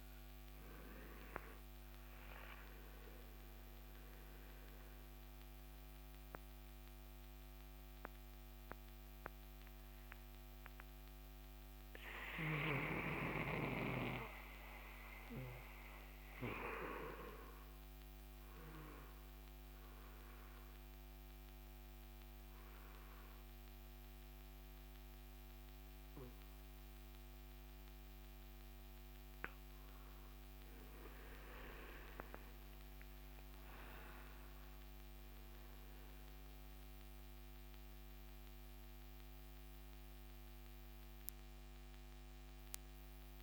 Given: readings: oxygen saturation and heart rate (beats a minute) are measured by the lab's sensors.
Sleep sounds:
breathing in sleep by a microphone on the trachea; 1
9.00-29.50 s: obstructive apnea (oxygen 98% before, 94% lowest, heart rate 69 before, 67 extreme, up 7 after)
34.00-43.43 s: new sleep stage, awake
From the record:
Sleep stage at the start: N2 (light sleep); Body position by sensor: on the back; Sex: male

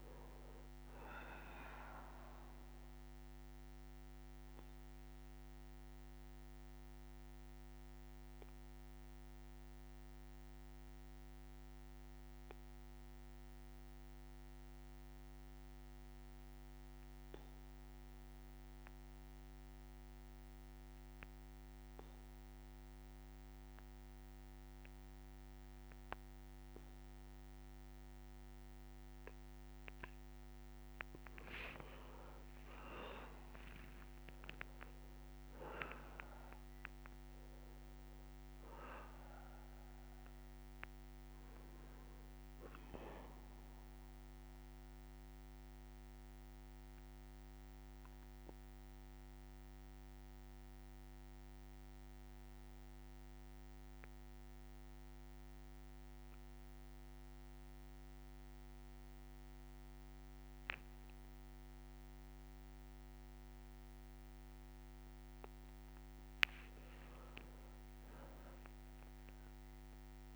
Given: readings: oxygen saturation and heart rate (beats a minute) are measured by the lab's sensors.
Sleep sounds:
breathing in sleep by a microphone on the trachea; 2
0.00-15.50 s: oxygen desaturation (device-marked, oxygen 95% lowest, heart rate 60 extreme)
4.50-29.00 s: obstructive apnea (oxygen 99% before, 92% lowest, heart rate 63 before, 60 extreme, up 5 after)
25.50-55.50 s: oxygen desaturation (device-marked, oxygen 99% before, 92% lowest, heart rate 61 before, 60 extreme)
31.00-36.00 s: arousal
45.00-64.00 s: obstructive apnea (oxygen 99% before, 92% lowest, heart rate 63 before, 60 extreme, up 5 after)
67.50-70.36 s: oxygen desaturation (device-marked, oxygen 99% before, 94% lowest, heart rate 61 before, 59 extreme)
68.50-70.36 s: arousal
From the record:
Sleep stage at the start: N2 (light sleep); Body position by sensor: on the back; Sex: male

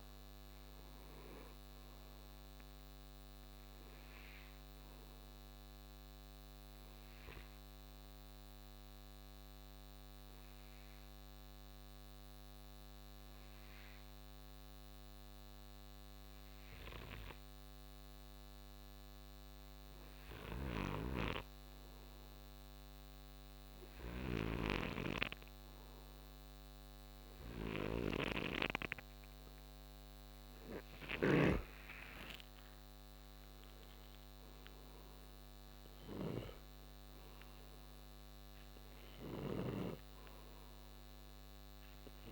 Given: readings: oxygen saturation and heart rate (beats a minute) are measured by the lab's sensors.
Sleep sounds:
breathing in sleep by a microphone on the trachea; 1
0.00-17.50 s: oxygen desaturation (device-marked, oxygen 85% lowest, heart rate 56 extreme)
6.50-29.00 s: obstructive apnea (oxygen 97% before, 83% lowest, heart rate 81 before, 58 extreme, up 10 after)
20.50-39.50 s: snoring (device-marked)
31.50-42.32 s: oxygen desaturation (device-marked, oxygen 97% before, 89% lowest, heart rate 62 before, 58 extreme)
32.00-36.50 s: arousal
From the record:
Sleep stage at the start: N2 (light sleep); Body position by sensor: on the right side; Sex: male

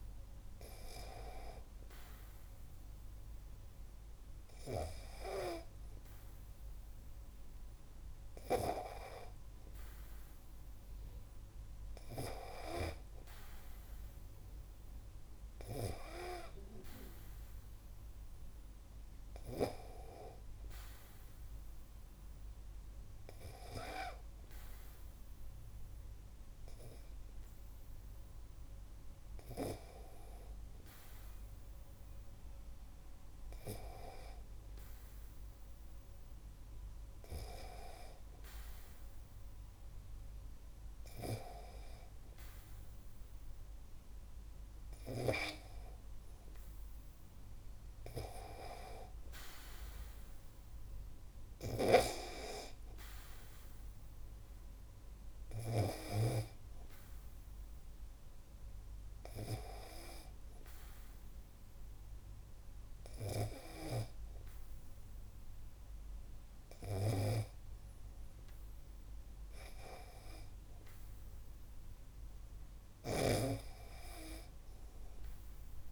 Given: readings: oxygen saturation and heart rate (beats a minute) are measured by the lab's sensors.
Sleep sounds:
breathing in sleep by a room microphone; 1
47.00-51.00 s: arousal
58.00-69.50 s: hypopnea (oxygen 97% before, 96% lowest, heart rate 52 before, 49 extreme, up 5 after)
72.50-75.92 s: arousal
From the record:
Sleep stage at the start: N2 (light sleep); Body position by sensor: on the back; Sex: male

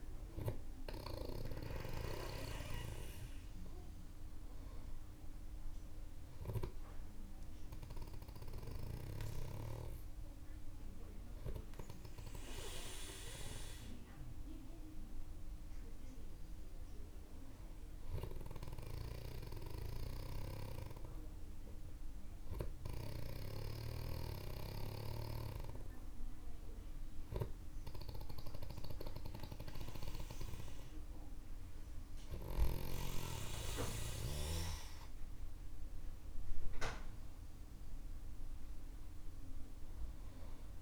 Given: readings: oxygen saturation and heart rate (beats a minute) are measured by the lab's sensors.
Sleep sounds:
breathing in sleep by a room microphone; 1
14.50-17.50 s: arousal
18.00-33.00 s: oxygen desaturation (device-marked, oxygen 97% before, 93% lowest, heart rate 51 before, 49 extreme)
19.50-31.00 s: hypopnea (oxygen 97% before, 93% lowest, heart rate 51 before, 49 extreme, up 6 after)
35.00-38.50 s: arousal
From the record:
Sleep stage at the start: N2 (light sleep); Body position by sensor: on the back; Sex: male

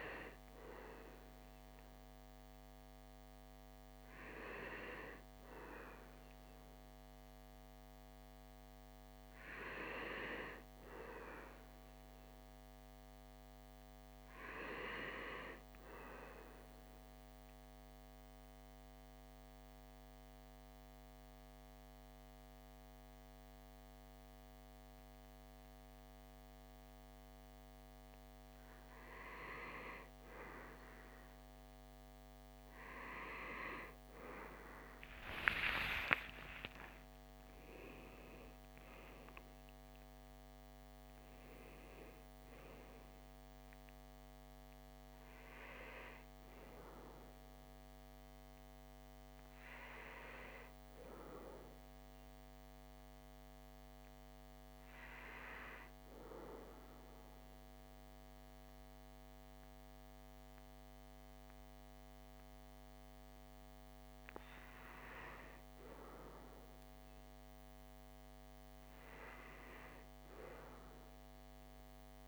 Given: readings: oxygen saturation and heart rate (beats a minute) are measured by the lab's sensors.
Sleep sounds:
breathing in sleep by a microphone on the trachea; 1
15.50-28.00 s: central apnea (oxygen 97% before, 94% lowest, heart rate 64 before, 46 extreme, up 10 after)
33.50-38.00 s: arousal
From the record:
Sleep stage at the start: REM sleep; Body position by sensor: on the back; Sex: male

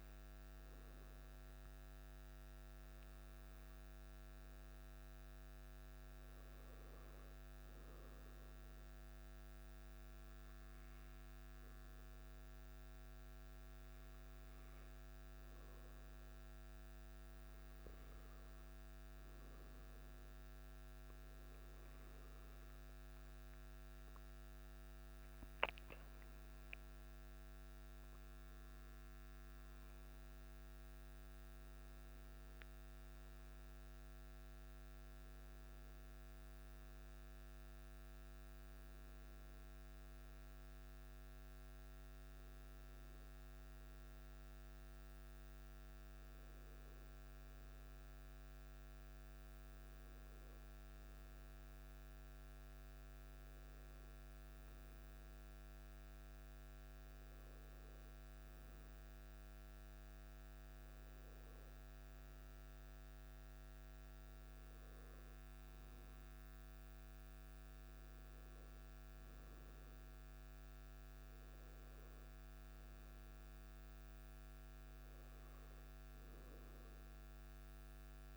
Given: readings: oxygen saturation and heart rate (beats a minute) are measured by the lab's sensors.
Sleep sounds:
breathing in sleep, hard to hear, by a microphone on the trachea; none
23.50-28.50 s: arousal
From the record:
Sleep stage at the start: N1 (lightest sleep); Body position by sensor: on the back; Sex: male

